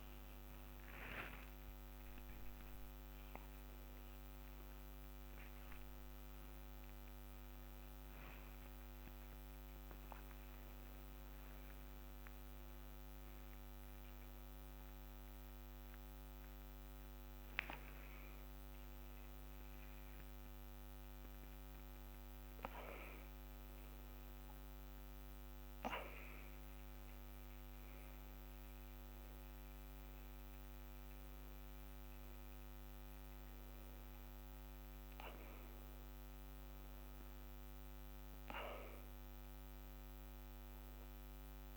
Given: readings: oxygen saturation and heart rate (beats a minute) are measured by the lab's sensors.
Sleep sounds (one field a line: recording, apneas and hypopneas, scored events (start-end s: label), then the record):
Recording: a person awake in a sleep study, hard to hear, by a microphone on the trachea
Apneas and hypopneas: none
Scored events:
0.50-2.50 s: long interval between heartbeats (device-marked, heart rate 103 before, 128 extreme)
17.00-19.00 s: long interval between heartbeats (device-marked, heart rate 114 before, 112 extreme)
From the record:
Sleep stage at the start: awake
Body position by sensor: upright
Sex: male